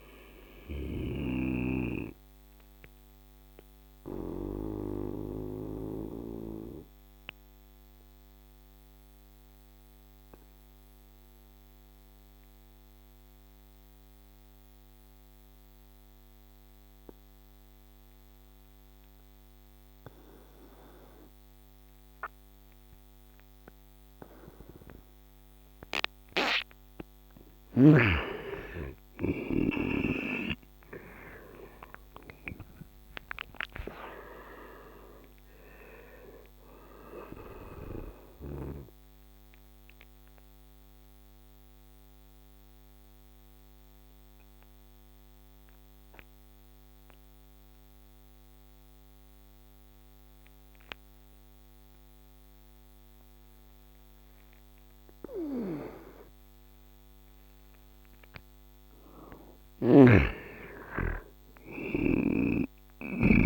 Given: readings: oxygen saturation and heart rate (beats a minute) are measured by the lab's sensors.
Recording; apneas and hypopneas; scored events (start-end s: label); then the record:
breathing in sleep by a microphone on the trachea; 2
0.00-1.00 s: snoring (device-marked)
0.00-21.00 s: oxygen desaturation (device-marked, oxygen 85% lowest, heart rate 64 extreme)
1.00-25.50 s: obstructive apnea (oxygen 98% before, 82% lowest, heart rate 74 before, 64 extreme, up 16 after)
27.00-54.00 s: oxygen desaturation (device-marked, oxygen 100% before, 82% lowest, heart rate 67 before, 63 extreme)
29.50-34.50 s: arousal
39.50-57.00 s: obstructive apnea (oxygen 100% before, 82% lowest, heart rate 73 before, 63 extreme, up 1 after)
60.00-63.46 s: arousal
62.00-63.46 s: oxygen desaturation (device-marked, oxygen 100% before, 83% lowest, heart rate 74 before, 63 extreme)
62.00-63.46 s: snoring (device-marked)
From the record:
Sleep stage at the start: N2 (light sleep); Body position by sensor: on the right side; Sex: male